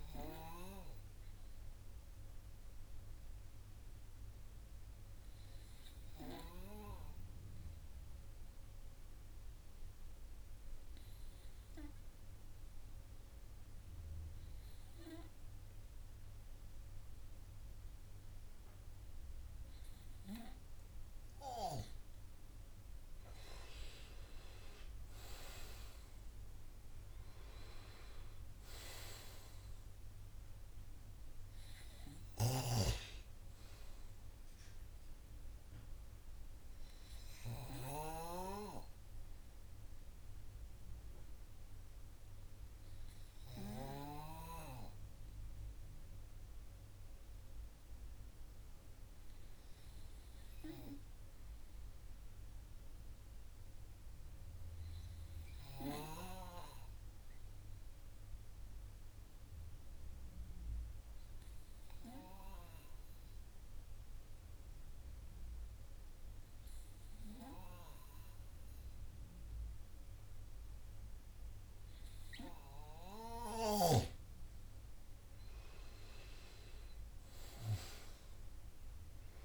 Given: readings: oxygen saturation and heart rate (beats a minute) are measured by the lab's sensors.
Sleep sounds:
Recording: breathing in sleep by a room microphone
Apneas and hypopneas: 3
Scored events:
0.00-2.00 s: oxygen desaturation (device-marked, oxygen 93% lowest, heart rate 49 extreme)
5.50-20.00 s: hypopnea (oxygen 99% before, 94% lowest, heart rate 57 before, 51 extreme, up 23 after)
23.00-26.50 s: arousal
35.50-47.50 s: hypopnea (oxygen 99% before, 94% lowest, heart rate 67 before, 51 extreme, up 18 after)
50.00-53.50 s: arousal
57.50-72.00 s: hypopnea (oxygen 99% before, 94% lowest, heart rate 60 before, 56 extreme, up 9 after)
75.00-79.45 s: arousal
77.00-79.45 s: oxygen desaturation (device-marked, oxygen 97% before, 94% lowest, heart rate 64 before, 59 extreme)
From the record:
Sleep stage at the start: N2 (light sleep)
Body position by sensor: on the right side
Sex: male

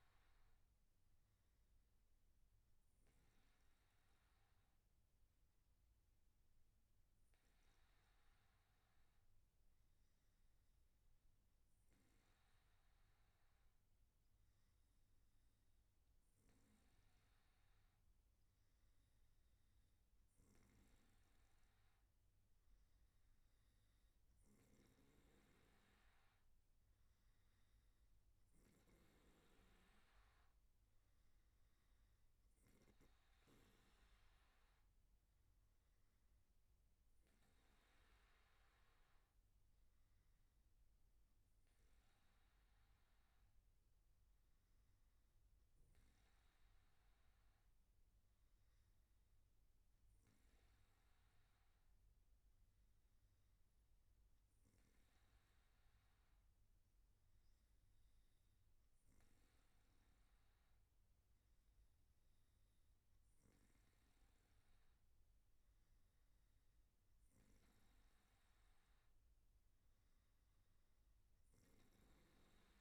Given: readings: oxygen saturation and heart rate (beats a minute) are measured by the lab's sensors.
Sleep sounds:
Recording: breathing in sleep, hard to hear, by a room microphone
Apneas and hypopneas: none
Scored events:
none scored
From the record:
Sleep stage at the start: N3 (deep sleep)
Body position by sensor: on the back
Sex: male

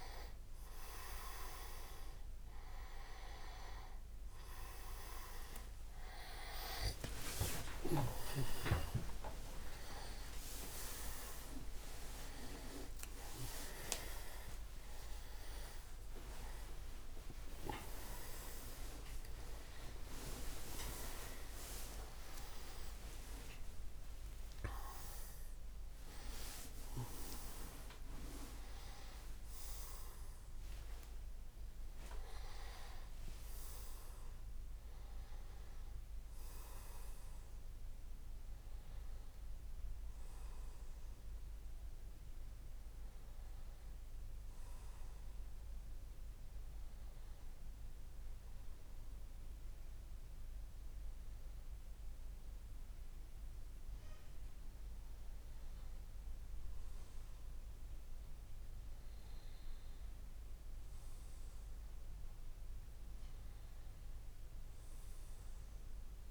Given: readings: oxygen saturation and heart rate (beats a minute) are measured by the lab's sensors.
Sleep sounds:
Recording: a person partly awake in a sleep study, by a room microphone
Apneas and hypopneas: none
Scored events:
0.00-12.00 s: oxygen desaturation (device-marked, oxygen 93% lowest)
6.00-10.00 s: tachycardia (device-marked, heart rate 63 before, 115 extreme)
7.00-37.00 s: new sleep stage, awake
37.00-66.31 s: new sleep stage, N1 (lightest sleep)
46.00-58.00 s: tachycardia (device-marked, heart rate 62 before, 171 extreme)
From the record:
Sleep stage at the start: N2 (light sleep)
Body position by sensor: on the back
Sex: male

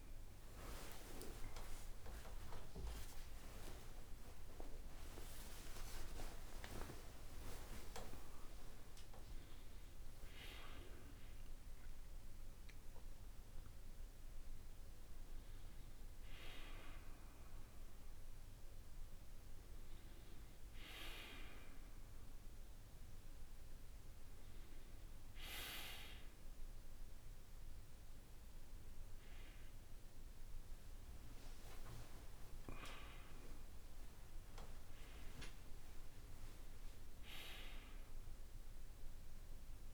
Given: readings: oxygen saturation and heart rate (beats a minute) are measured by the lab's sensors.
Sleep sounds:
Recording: a person awake in a sleep study, by a room microphone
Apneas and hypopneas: none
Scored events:
none scored
From the record:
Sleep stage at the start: awake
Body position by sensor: on the back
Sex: male

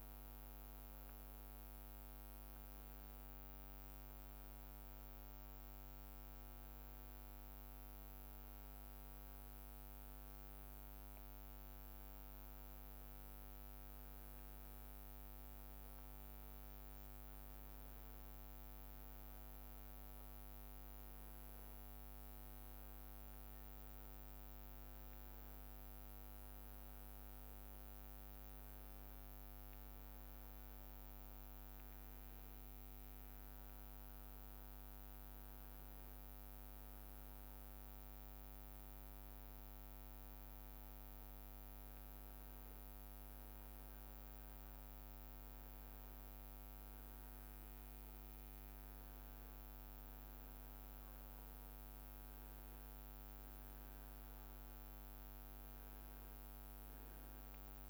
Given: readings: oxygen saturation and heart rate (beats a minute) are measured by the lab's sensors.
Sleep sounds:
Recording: breathing in sleep, hard to hear, by a microphone on the trachea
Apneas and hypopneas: none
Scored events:
none scored
From the record:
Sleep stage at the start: N1 (lightest sleep)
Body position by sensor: on the right side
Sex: male

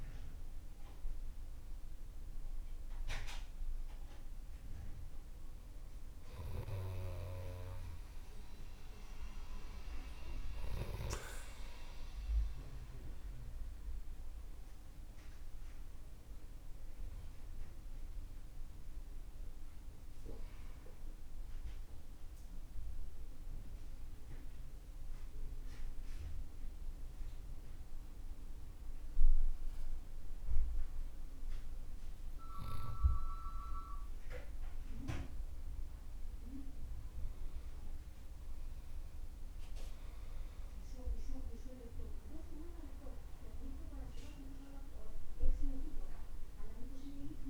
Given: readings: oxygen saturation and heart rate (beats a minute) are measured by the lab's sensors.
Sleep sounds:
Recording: a person awake in a sleep study, by a room microphone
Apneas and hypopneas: none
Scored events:
30.00-47.50 s: new sleep stage, N1 (lightest sleep)
From the record:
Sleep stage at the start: awake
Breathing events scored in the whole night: 239 in 3.1 hours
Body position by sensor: on the right side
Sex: male

